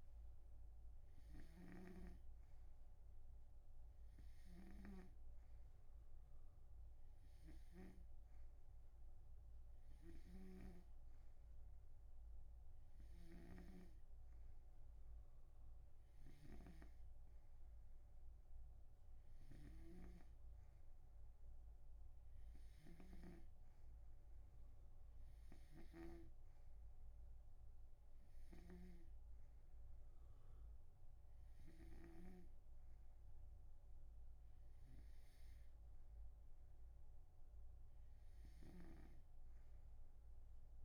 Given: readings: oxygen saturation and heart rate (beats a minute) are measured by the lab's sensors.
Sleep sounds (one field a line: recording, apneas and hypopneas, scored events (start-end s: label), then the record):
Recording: breathing in sleep by a room microphone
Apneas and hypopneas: none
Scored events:
0.00-2.00 s: snoring (device-marked)
10.50-32.50 s: snoring (device-marked)
39.00-40.85 s: snoring (device-marked)
From the record:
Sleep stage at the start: N2 (light sleep)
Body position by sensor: on the right side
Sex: male